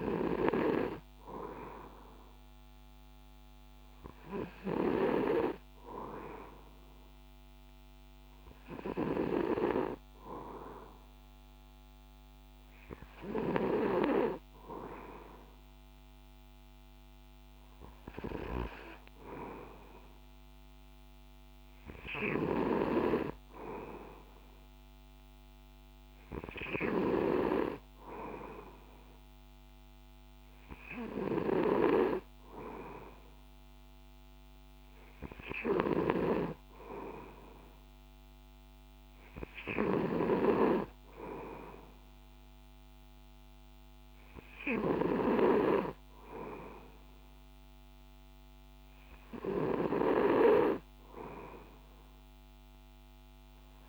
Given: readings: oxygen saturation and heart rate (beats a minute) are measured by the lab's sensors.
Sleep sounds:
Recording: breathing in sleep by a microphone on the trachea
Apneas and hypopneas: none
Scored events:
none scored
From the record:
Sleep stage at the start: N2 (light sleep)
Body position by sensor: on the back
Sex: male

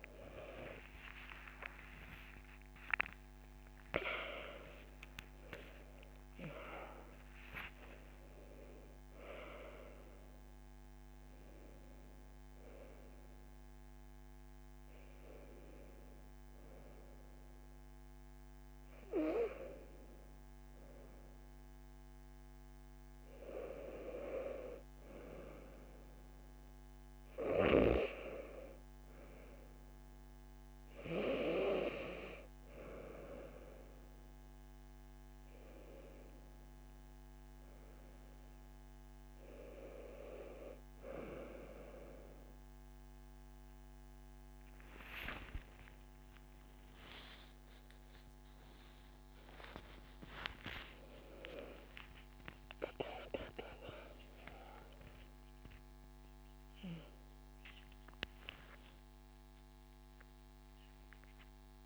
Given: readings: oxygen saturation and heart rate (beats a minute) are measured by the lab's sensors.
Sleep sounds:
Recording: a person awake in a sleep study, by a microphone on the trachea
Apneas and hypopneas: none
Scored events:
8.50-38.50 s: new sleep stage, N1 (lightest sleep)
38.50-61.86 s: new sleep stage, awake
44.50-52.50 s: drop in pulse transit time (device-marked)
50.50-52.50 s: long interval between heartbeats (device-marked)
57.50-59.50 s: long interval between heartbeats (device-marked)
From the record:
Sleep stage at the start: awake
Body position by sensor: on the back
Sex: female

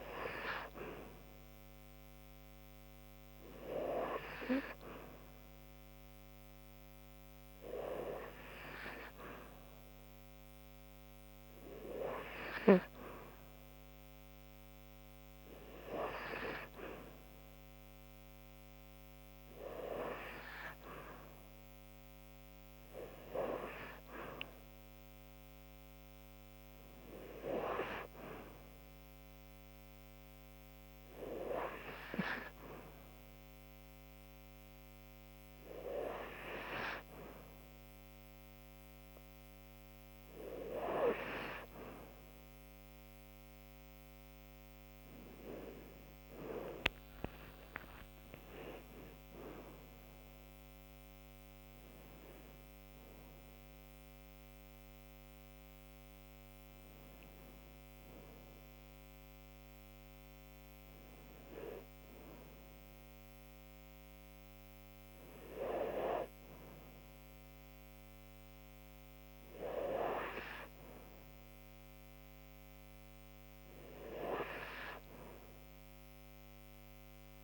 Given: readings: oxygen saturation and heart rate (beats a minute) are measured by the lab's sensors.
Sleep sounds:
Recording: breathing in sleep by a microphone on the trachea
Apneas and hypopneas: none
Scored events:
46.00-50.00 s: arousal
From the record:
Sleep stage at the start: N2 (light sleep)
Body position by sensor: on the right side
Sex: female

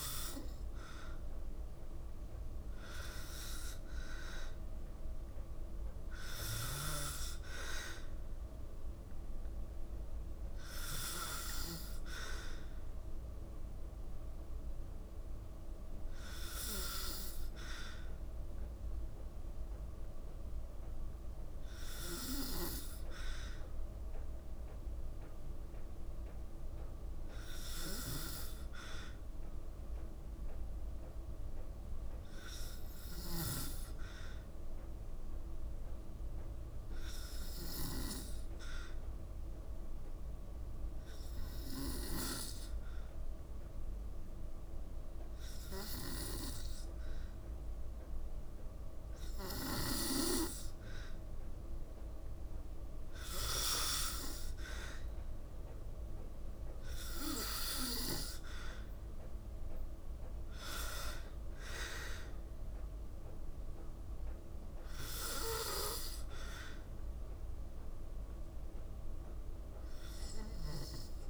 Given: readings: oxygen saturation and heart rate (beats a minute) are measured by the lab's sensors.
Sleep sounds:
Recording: breathing in sleep by a room microphone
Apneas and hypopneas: 1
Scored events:
0.00-1.00 s: arousal
27.50-49.50 s: hypopnea (oxygen 96% before, 92% lowest, heart rate 56 before, 55 extreme, up 2 after)
54.00-57.50 s: arousal
From the record:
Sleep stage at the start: N2 (light sleep)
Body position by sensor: on the back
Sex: female

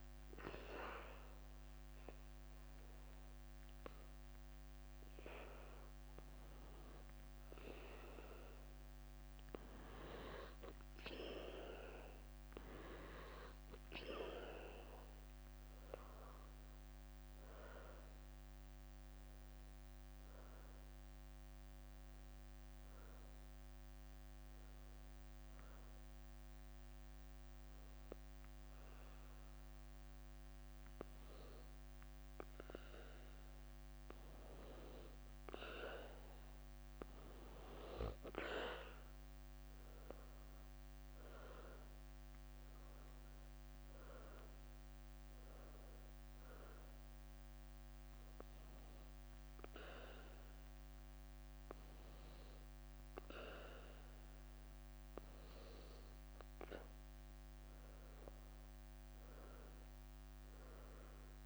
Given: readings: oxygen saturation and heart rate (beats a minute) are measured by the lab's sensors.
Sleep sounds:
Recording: a person partly awake in a sleep study, by a microphone on the trachea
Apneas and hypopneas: 2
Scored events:
0.00-1.50 s: leg movement (device-marked)
0.00-8.50 s: oxygen desaturation (device-marked, oxygen 89% lowest, heart rate 62 extreme)
9.00-16.00 s: leg movement (device-marked)
12.50-61.46 s: new sleep stage, N2 (light sleep)
19.50-23.50 s: leg movement (device-marked)
22.00-32.50 s: obstructive apnea (oxygen 99% before, 93% lowest, heart rate 69 before, 62 extreme, up 8 after)
35.50-39.00 s: arousal
45.00-55.00 s: hypopnea (oxygen 99% before, 93% lowest, heart rate 66 before, 63 extreme, up 6 after)
57.50-61.00 s: arousal
From the record:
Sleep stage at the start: awake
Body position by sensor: on the back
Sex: female

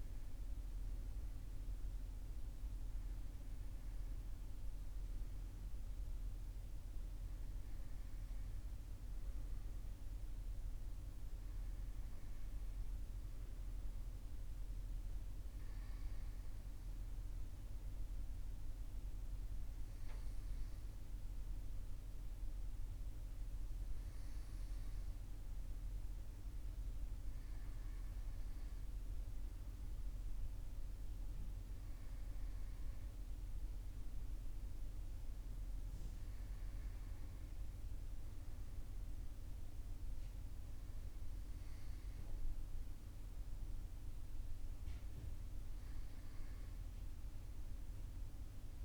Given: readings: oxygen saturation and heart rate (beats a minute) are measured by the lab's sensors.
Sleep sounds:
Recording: breathing in sleep, hard to hear, by a room microphone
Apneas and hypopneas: none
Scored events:
none scored
From the record:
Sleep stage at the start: N2 (light sleep)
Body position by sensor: on the right side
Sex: male

